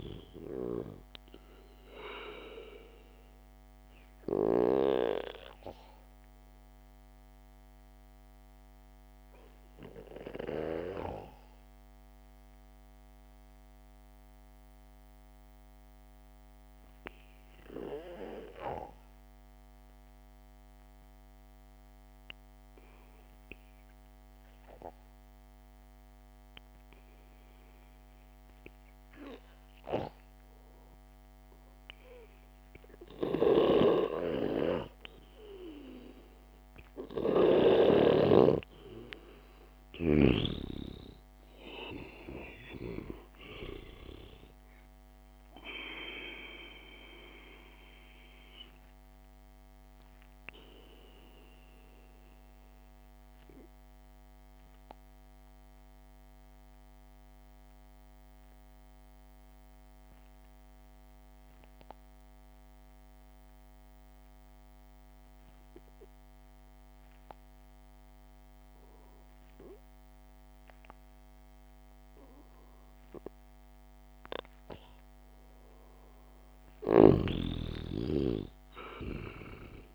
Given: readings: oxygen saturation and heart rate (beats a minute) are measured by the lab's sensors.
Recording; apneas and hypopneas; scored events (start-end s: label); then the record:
breathing in sleep by a microphone on the trachea; 2
8.50-32.50 s: mixed apnea (oxygen 97% before, 92% lowest, heart rate 59 before, 52 extreme)
33.50-38.50 s: snoring (device-marked)
40.00-44.00 s: arousal
52.00-73.00 s: mixed apnea (oxygen 98% before, 91% lowest, heart rate 59 before, 57 extreme, up 1 after)
76.50-79.95 s: oxygen desaturation (device-marked, oxygen 98% before, 91% lowest, heart rate 61 before, 54 extreme)
From the record:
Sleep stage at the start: N2 (light sleep); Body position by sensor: on the back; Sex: male